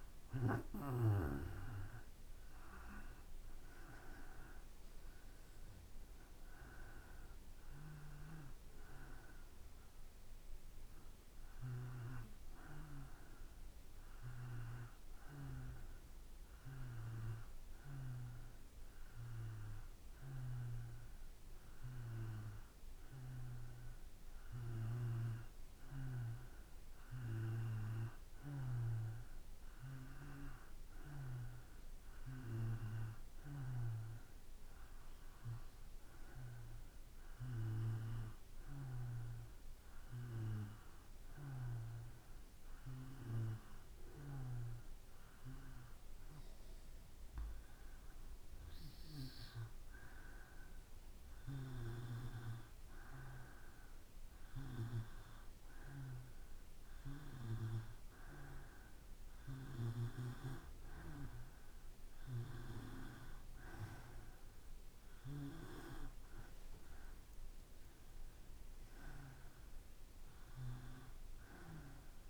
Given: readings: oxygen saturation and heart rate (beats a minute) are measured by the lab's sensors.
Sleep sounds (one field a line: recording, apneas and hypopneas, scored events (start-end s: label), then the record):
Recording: breathing in sleep by a room microphone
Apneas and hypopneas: 1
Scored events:
0.00-3.00 s: oxygen desaturation (device-marked, oxygen 92% lowest, heart rate 57 extreme)
10.50-22.00 s: hypopnea (oxygen 95% before, 93% lowest, heart rate 60 before, 57 extreme, up 3 after)
26.50-30.50 s: arousal
67.00-69.00 s: long interval between heartbeats (device-marked, heart rate 59 before, 70 extreme)
From the record:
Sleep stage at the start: N2 (light sleep)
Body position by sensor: on the back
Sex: male